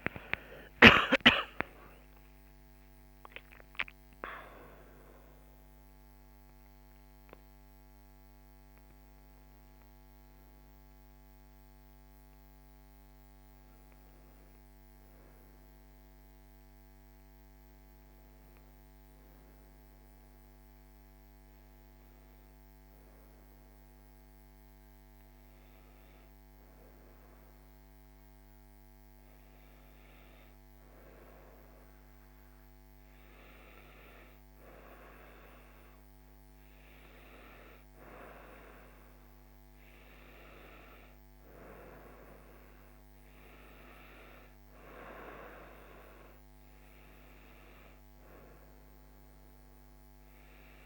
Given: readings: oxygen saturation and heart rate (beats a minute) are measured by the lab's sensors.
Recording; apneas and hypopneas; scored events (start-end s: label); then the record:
breathing in sleep by a microphone on the trachea; none
0.00-3.50 s: arousal
From the record:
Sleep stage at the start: REM sleep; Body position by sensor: on the right side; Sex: female